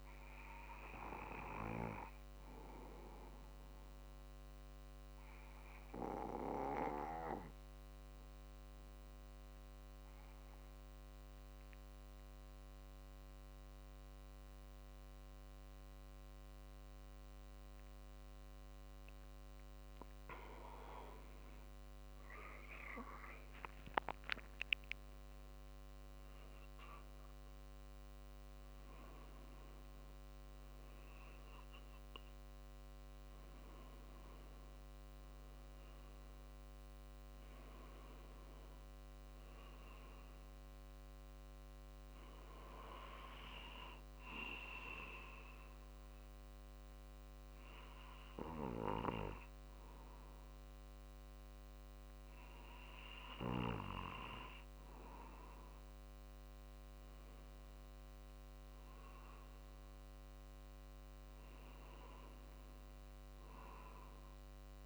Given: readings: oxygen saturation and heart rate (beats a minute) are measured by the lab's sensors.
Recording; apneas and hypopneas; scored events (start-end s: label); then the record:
breathing in sleep by a microphone on the trachea; 1
0.00-4.50 s: drop in pulse transit time (device-marked, heart rate 47 extreme)
2.00-18.50 s: obstructive apnea (oxygen 96% before, 93% lowest, heart rate 49 before, 48 extreme, up 4 after)
22.50-26.50 s: arousal
25.50-41.50 s: drop in pulse transit time (device-marked, heart rate 49 before, 50 extreme)
63.00-64.86 s: arousal
From the record:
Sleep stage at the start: N2 (light sleep); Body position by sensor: on the right side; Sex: male